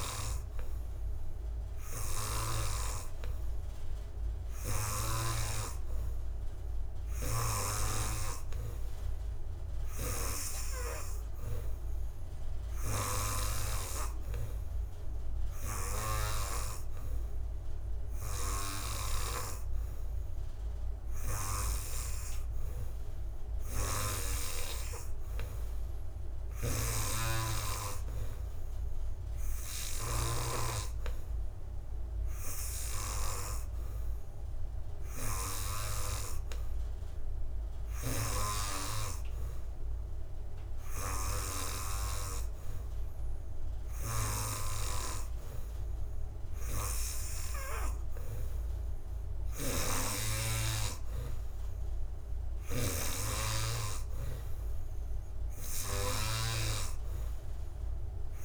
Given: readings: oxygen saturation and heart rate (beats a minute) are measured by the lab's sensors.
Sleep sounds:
breathing in sleep by a room microphone; none
none scored
From the record:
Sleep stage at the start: N3 (deep sleep); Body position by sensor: on the back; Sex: male

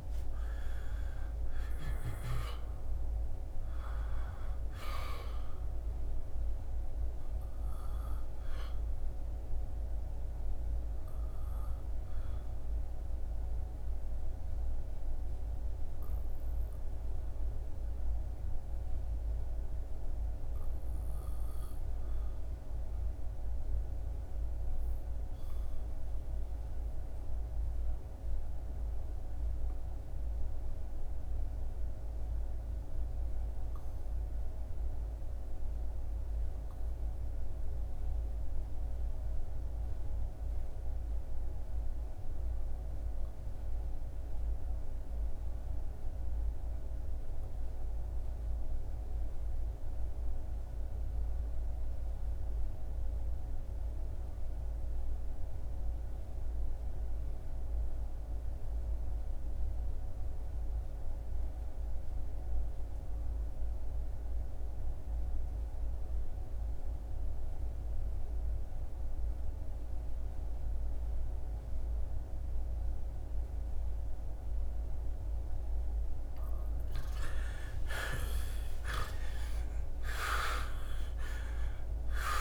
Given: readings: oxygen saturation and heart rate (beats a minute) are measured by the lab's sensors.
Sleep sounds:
breathing in sleep, hard to hear, by a room microphone; 1
3.00-22.00 s: oxygen desaturation (device-marked, oxygen 96% before, 92% lowest, heart rate 77 before, 66 extreme)
11.50-76.00 s: obstructive apnea (oxygen 98% before, 67% lowest, heart rate 76 before, 63 extreme, up 35 after)
36.00-82.41 s: oxygen desaturation (device-marked, oxygen 99% before, 67% lowest, heart rate 76 before, 63 extreme)
78.00-82.41 s: arousal
From the record:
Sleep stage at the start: N2 (light sleep); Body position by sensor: on the back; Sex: male

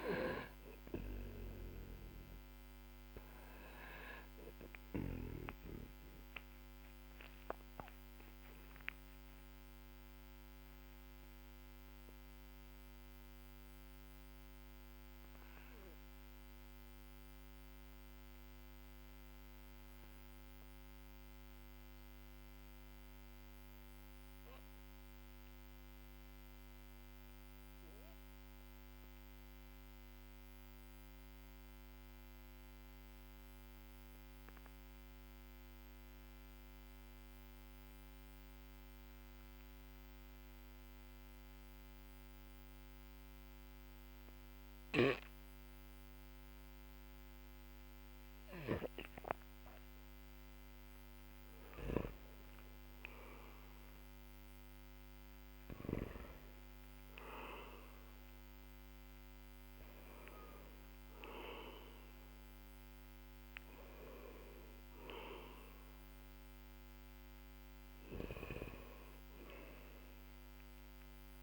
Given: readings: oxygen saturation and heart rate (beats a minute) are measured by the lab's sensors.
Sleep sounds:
breathing in sleep by a microphone on the trachea; 1
8.00-49.50 s: obstructive apnea (oxygen 98% before, 90% lowest, heart rate 52 before, 43 extreme, up 13 after)
51.00-55.50 s: arousal
60.00-71.43 s: oxygen desaturation (device-marked, oxygen 97% before, 90% lowest, heart rate 55 before, 42 extreme)
From the record:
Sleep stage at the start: N2 (light sleep); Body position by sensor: on the back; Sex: male

